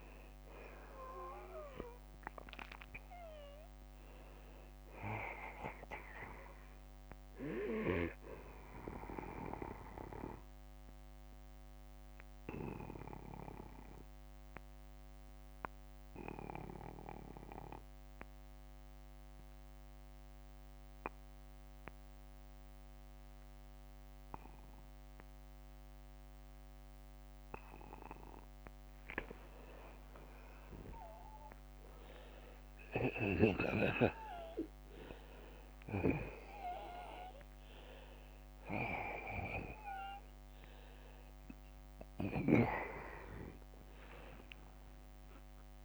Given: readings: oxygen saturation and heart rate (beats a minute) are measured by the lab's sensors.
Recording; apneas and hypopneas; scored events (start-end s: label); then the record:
breathing in sleep by a microphone on the trachea; 1
0.00-29.00 s: oxygen desaturation (device-marked, oxygen 82% lowest, heart rate 45 extreme)
10.00-27.50 s: obstructive apnea (oxygen 97% before, 82% lowest, heart rate 64 before, 45 extreme, up 18 after)
16.00-18.00 s: long interval between heartbeats (device-marked, heart rate 64 before, 56 extreme)
27.50-29.50 s: long interval between heartbeats (device-marked, heart rate 56 before, 59 extreme)
29.50-34.50 s: arousal
44.50-45.84 s: long interval between heartbeats (device-marked, heart rate 60 before, 66 extreme)
From the record:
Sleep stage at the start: N2 (light sleep); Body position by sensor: on the back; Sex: male